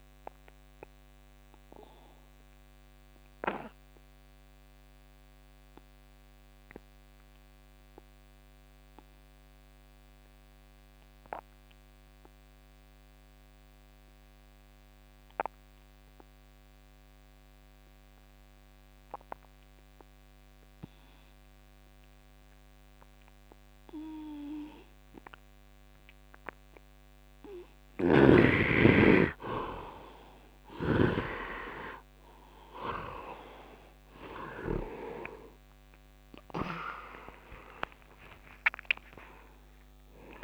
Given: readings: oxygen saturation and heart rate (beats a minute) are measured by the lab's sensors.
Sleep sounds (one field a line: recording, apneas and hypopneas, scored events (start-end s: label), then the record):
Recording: breathing in sleep by a microphone on the trachea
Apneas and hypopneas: 1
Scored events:
0.00-17.50 s: oxygen desaturation (device-marked, oxygen 77% lowest, heart rate 69 extreme)
1.00-27.50 s: obstructive apnea (oxygen 99% before, 74% lowest, heart rate 80 before, 70 extreme, up 7 after)
19.50-40.44 s: oxygen desaturation (device-marked, oxygen 100% before, 74% lowest, heart rate 73 before, 73 extreme)
36.50-40.44 s: arousal
From the record:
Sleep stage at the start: N2 (light sleep)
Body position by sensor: on the right side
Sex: male